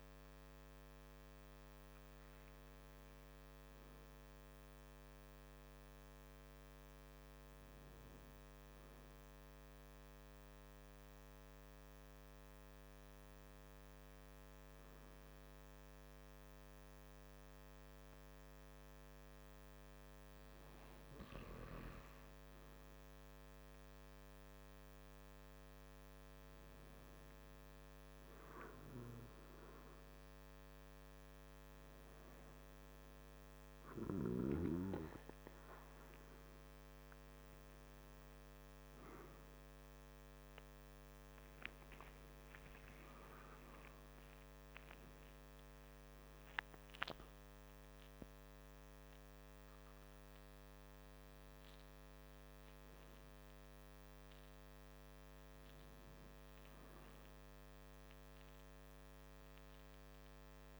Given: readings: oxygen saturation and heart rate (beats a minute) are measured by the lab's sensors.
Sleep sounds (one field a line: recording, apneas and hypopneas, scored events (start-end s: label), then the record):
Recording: breathing in sleep by a microphone on the trachea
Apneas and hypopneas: 1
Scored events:
16.00-29.00 s: hypopnea (oxygen 97% before, 95% lowest, heart rate 49 before, 44 extreme, up 2 after)
40.00-44.00 s: arousal
From the record:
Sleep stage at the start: N2 (light sleep)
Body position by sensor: on the back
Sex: male